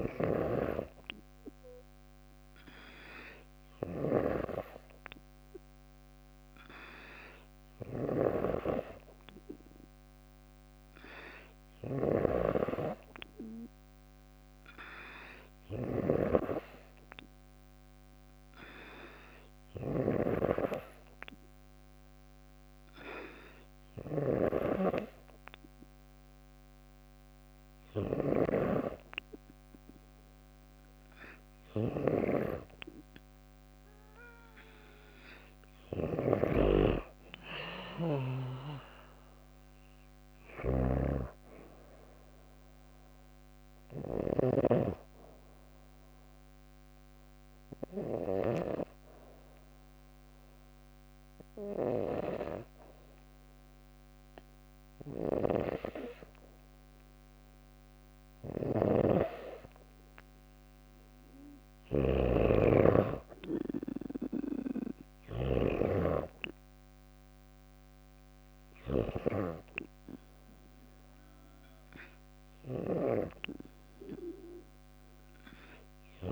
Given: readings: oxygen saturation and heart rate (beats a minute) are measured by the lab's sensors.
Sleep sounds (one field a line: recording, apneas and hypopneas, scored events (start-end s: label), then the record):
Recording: breathing in sleep by a microphone on the trachea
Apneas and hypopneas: 1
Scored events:
0.00-44.00 s: snoring (device-marked)
45.50-57.00 s: obstructive apnea (oxygen 95% before, 92% lowest)
57.50-65.00 s: snoring (device-marked)
59.50-62.50 s: arousal
69.00-76.32 s: oxygen desaturation (device-marked, oxygen 96% before, 92% lowest)
From the record:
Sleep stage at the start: N2 (light sleep)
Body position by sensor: on the back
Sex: female